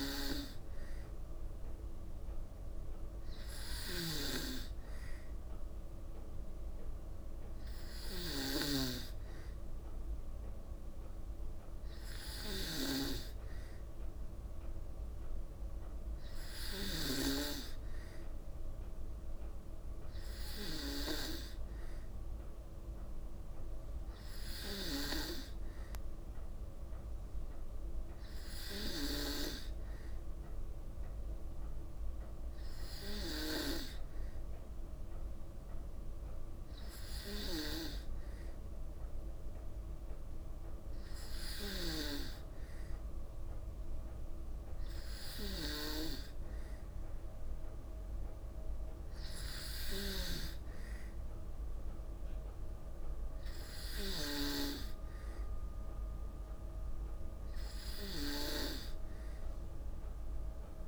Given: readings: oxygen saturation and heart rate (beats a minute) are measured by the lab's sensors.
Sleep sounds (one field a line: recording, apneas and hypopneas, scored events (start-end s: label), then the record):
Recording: breathing in sleep by a room microphone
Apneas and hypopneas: none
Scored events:
none scored
From the record:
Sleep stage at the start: N2 (light sleep)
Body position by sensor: on the back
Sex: female